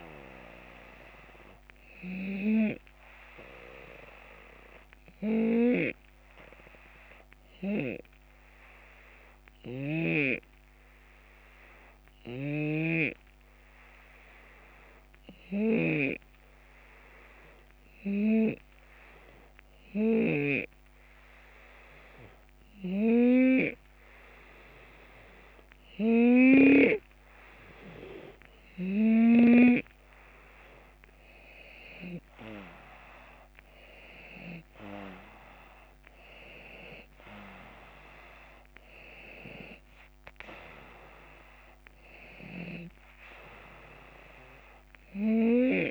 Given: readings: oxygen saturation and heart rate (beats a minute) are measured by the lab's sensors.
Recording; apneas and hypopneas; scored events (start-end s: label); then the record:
breathing in sleep by a microphone on the trachea; 1
2.00-20.50 s: snoring (device-marked)
5.50-24.00 s: hypopnea (oxygen 94% before, 91% lowest, heart rate 78 before, 73 extreme, up 4 after)
31.50-35.50 s: arousal
From the record:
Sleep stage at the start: N2 (light sleep); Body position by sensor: on the left side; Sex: male